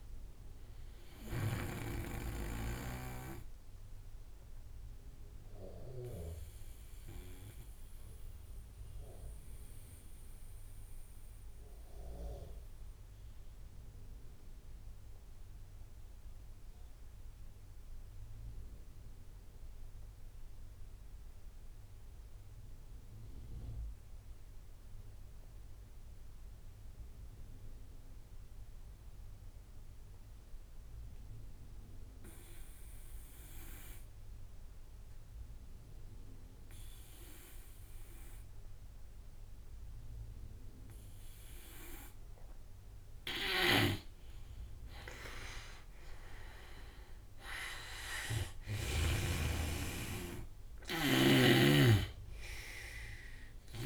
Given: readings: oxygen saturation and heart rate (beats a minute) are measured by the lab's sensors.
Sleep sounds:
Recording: breathing in sleep by a room microphone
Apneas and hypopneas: 1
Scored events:
0.00-1.00 s: snoring (device-marked)
0.00-18.00 s: oxygen desaturation (device-marked, oxygen 86% lowest)
3.50-38.00 s: mixed apnea (oxygen 100% before, 85% lowest)
37.00-53.86 s: oxygen desaturation (device-marked, oxygen 97% before, 85% lowest)
40.50-43.50 s: arousal
42.50-48.50 s: snoring (device-marked)
From the record:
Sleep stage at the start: N2 (light sleep)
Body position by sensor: on the right side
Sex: male

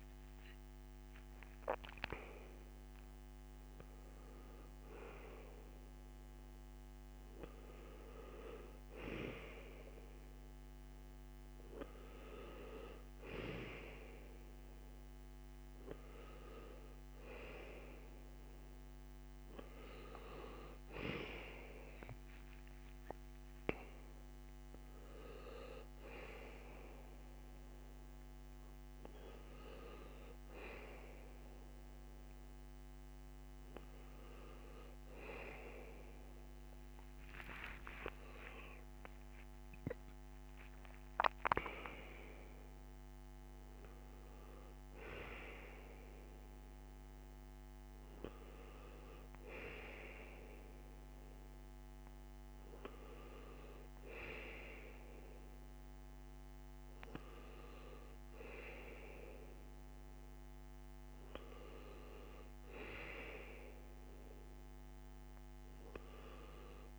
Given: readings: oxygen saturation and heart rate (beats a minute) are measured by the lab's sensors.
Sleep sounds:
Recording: a person awake in a sleep study, by a microphone on the trachea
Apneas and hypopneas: none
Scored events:
17.00-33.00 s: oxygen desaturation (device-marked, oxygen 96% before, 92% lowest, heart rate 77 before, 60 extreme)
34.00-66.99 s: new sleep stage, N1 (lightest sleep)
From the record:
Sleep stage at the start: awake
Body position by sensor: on the back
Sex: male

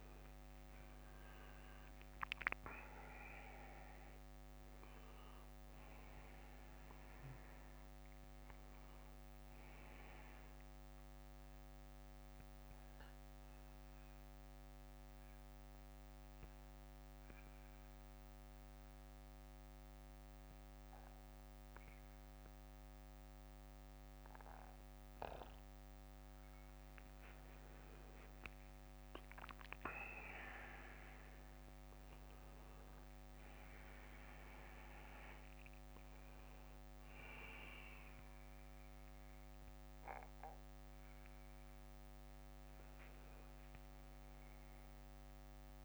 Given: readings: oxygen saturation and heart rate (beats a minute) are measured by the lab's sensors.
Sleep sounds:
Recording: breathing in sleep by a microphone on the trachea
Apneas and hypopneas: 1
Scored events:
3.50-7.00 s: arousal
7.50-29.50 s: oxygen desaturation (device-marked, oxygen 96% before, 93% lowest, heart rate 63 before, 48 extreme)
9.50-22.50 s: bradycardia (device-marked, heart rate 60 before, 48 extreme)
12.00-27.00 s: mixed apnea (oxygen 98% before, 93% lowest, heart rate 64 before, 48 extreme, up 23 after)
29.00-34.00 s: arousal
35.50-42.50 s: bradycardia (device-marked, heart rate 60 before, 54 extreme)
From the record:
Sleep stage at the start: N2 (light sleep)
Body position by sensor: on the back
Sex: male

